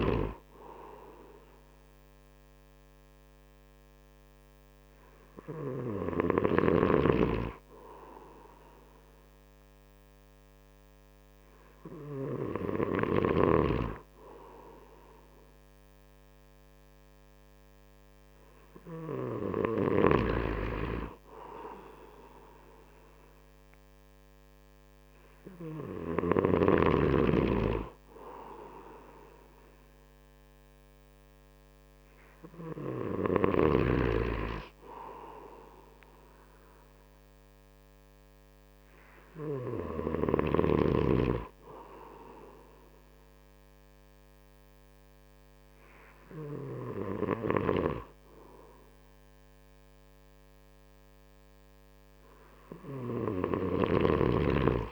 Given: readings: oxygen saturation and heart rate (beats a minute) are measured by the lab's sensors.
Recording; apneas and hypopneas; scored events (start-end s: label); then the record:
breathing in sleep by a microphone on the trachea; none
47.50-54.00 s: snoring (device-marked)
From the record:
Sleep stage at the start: N3 (deep sleep); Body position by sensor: on the right side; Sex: male